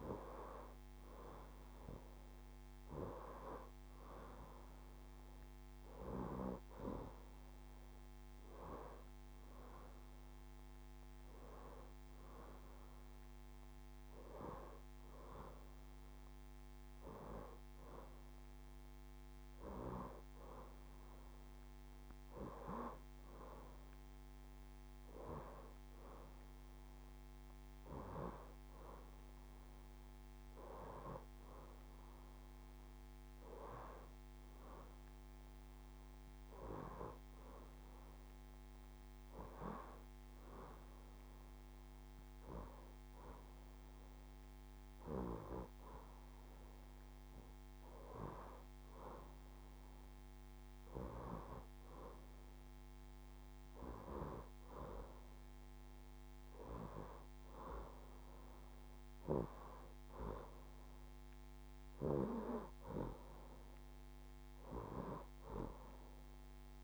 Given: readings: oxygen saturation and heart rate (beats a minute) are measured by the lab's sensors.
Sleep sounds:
breathing in sleep by a microphone on the trachea; none
none scored
From the record:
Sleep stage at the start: N2 (light sleep); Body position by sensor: on the left side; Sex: female

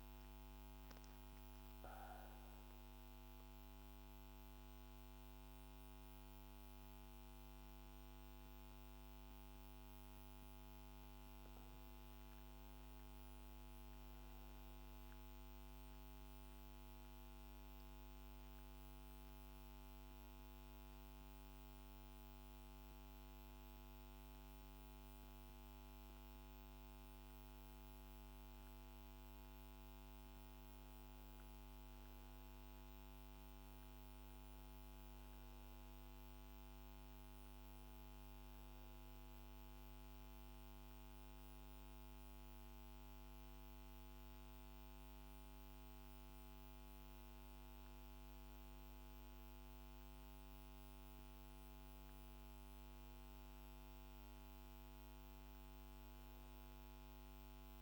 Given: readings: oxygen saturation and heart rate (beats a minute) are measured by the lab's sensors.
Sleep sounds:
breathing in sleep, hard to hear, by a microphone on the trachea; none
0.00-4.00 s: arousal
41.50-46.00 s: arousal
From the record:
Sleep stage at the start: N2 (light sleep); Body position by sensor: on the back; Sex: female

